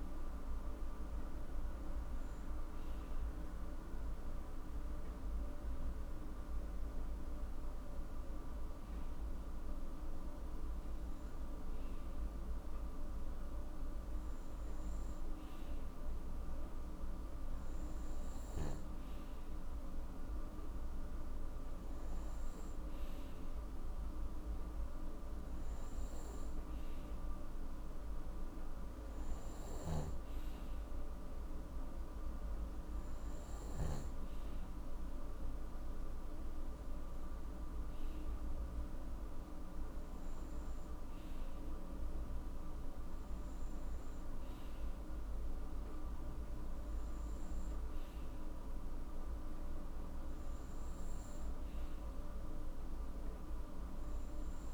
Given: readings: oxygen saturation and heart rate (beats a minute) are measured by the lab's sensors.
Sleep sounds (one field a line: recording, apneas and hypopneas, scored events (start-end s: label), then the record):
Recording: breathing in sleep, hard to hear, by a room microphone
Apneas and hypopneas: none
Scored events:
none scored
From the record:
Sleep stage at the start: N2 (light sleep)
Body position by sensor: on the right side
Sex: male